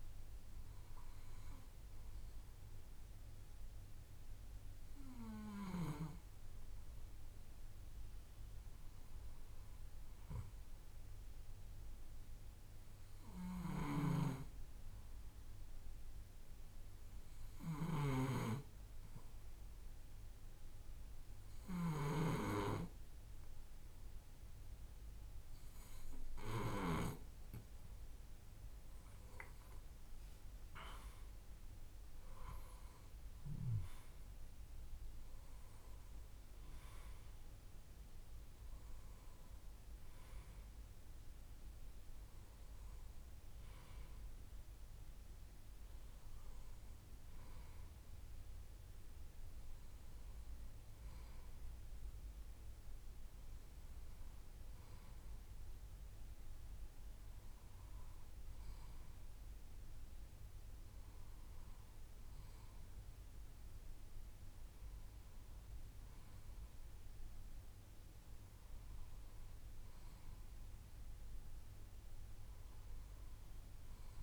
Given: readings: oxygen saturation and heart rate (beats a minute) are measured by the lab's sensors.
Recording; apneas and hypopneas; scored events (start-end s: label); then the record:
breathing in sleep by a room microphone; 1
15.00-28.50 s: obstructive apnea (oxygen 96% before, 93% lowest, heart rate 58 before, 58 extreme, up 6 after)
30.00-34.00 s: arousal
From the record:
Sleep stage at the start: N2 (light sleep); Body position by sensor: on the left side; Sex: male